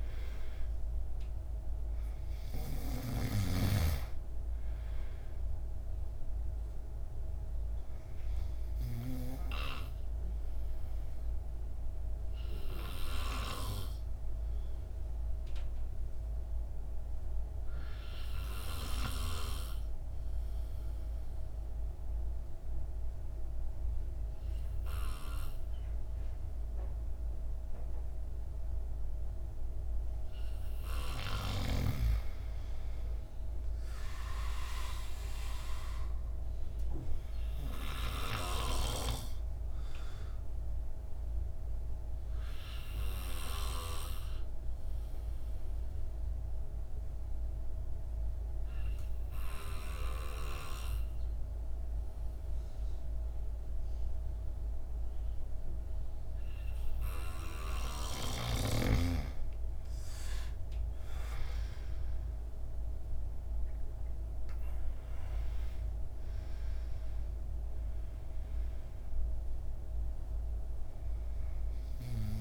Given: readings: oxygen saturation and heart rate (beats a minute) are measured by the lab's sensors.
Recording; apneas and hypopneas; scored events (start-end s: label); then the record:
breathing in sleep by a room microphone; 2
4.50-27.50 s: oxygen desaturation (device-marked, oxygen 98% before, 90% lowest, heart rate 57 before, 53 extreme)
8.50-30.50 s: obstructive apnea (oxygen 98% before, 90% lowest, heart rate 58 before, 53 extreme, up 7 after)
32.50-35.50 s: arousal
38.50-58.00 s: obstructive apnea (oxygen 99% before, 90% lowest, heart rate 56 before, 53 extreme, up 15 after)
41.50-56.50 s: oxygen desaturation (device-marked, oxygen 98% before, 93% lowest, heart rate 56 before, 53 extreme)
61.50-65.00 s: arousal
66.50-72.41 s: oxygen desaturation (device-marked, oxygen 98% before, 90% lowest, heart rate 58 before, 53 extreme)
From the record:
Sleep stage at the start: N2 (light sleep); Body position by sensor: on the back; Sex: male